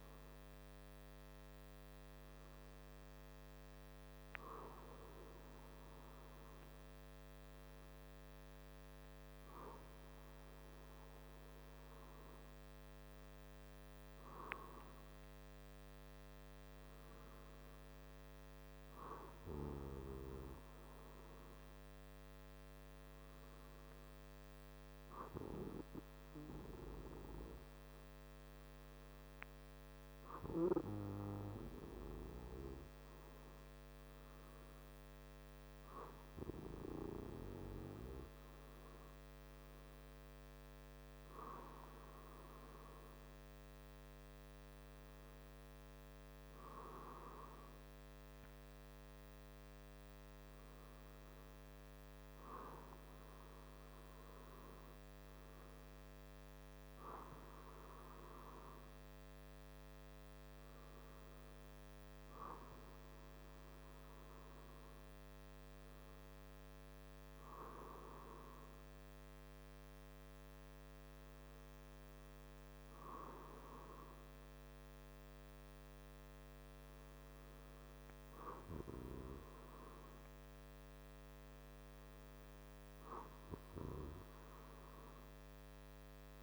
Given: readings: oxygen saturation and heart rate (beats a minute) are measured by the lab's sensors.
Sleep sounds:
breathing in sleep by a microphone on the trachea; none
none scored
From the record:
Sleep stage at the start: N2 (light sleep); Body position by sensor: on the back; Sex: male

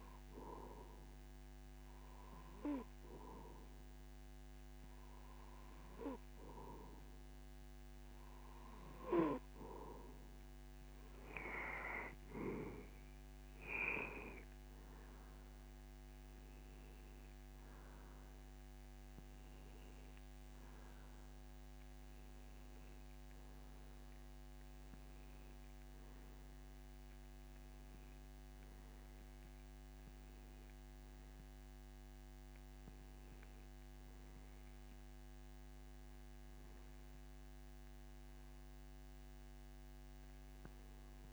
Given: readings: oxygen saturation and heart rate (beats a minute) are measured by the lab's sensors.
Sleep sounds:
breathing in sleep by a microphone on the trachea; 1
0.50-10.50 s: hypopnea (oxygen 94% before, 90% lowest)
10.00-24.00 s: oxygen desaturation (device-marked, oxygen 93% before, 90% lowest)
15.50-19.50 s: arousal
From the record:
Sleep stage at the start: N2 (light sleep); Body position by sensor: on the back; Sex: male

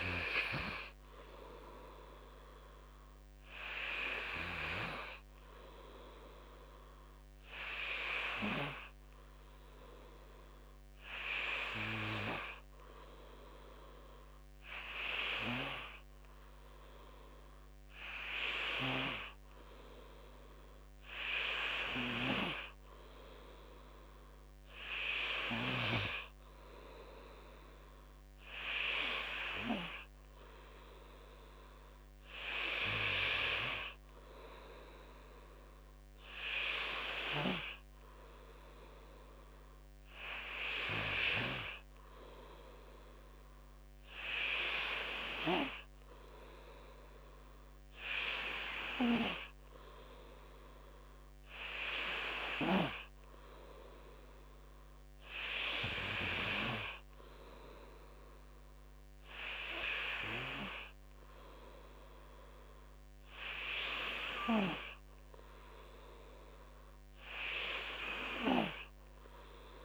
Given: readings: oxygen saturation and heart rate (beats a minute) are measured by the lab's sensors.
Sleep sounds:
breathing in sleep by a microphone on the trachea; none
none scored
From the record:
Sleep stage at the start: N2 (light sleep); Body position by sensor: on the back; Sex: male

